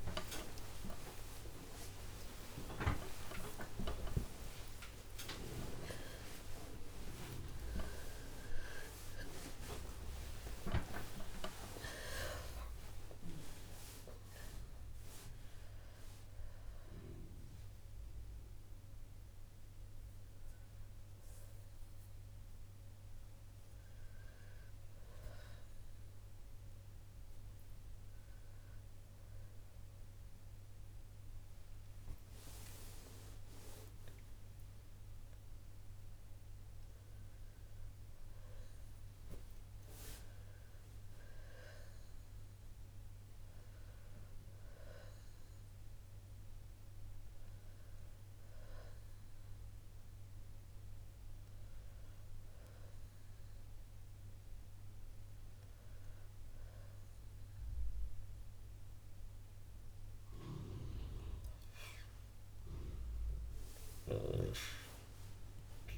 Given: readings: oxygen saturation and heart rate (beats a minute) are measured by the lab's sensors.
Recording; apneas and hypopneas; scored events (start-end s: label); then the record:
breathing in sleep by a room microphone; none
49.00-60.00 s: oxygen desaturation (device-marked, oxygen 97% before, 93% lowest, heart rate 65 before, 59 extreme)
58.00-65.98 s: new sleep stage, N2 (light sleep)
62.00-65.98 s: arousal
From the record:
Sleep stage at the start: N1 (lightest sleep); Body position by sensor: on the back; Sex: female